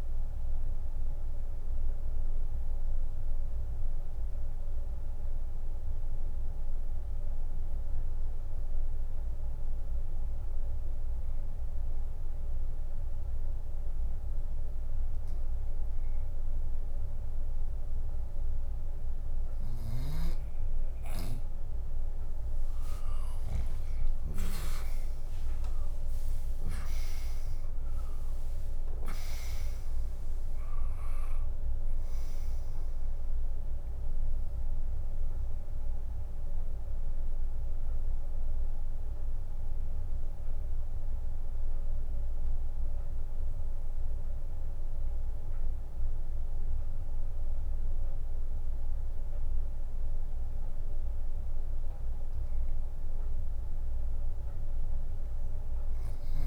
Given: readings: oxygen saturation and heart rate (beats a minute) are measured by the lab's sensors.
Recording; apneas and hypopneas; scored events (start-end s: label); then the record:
breathing in sleep, hard to hear, by a room microphone; none
0.00-13.50 s: oxygen desaturation (device-marked, oxygen 96% lowest, heart rate 58 extreme)
21.50-25.00 s: arousal
23.00-25.00 s: long interval between heartbeats (device-marked, heart rate 61 before, 69 extreme)
26.50-47.50 s: drop in pulse transit time (device-marked, heart rate 63 before, 68 extreme)
47.50-56.47 s: bradycardia (device-marked, heart rate 72 before, 56 extreme)
From the record:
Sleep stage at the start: N2 (light sleep); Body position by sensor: on the back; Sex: female